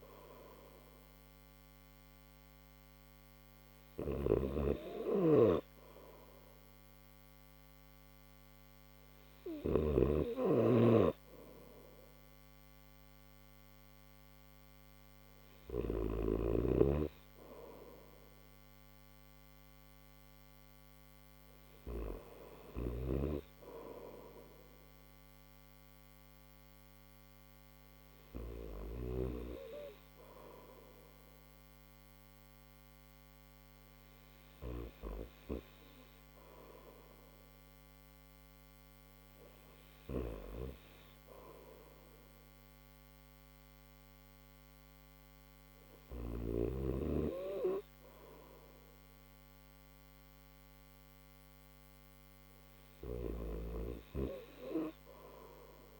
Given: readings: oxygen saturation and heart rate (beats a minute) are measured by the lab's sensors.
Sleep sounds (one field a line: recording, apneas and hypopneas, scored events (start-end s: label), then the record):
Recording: breathing in sleep by a microphone on the trachea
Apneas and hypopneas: none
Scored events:
3.00-9.00 s: snoring (device-marked)
26.50-55.99 s: new sleep stage, N1 (lightest sleep)
From the record:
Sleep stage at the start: N3 (deep sleep)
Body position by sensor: upright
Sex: male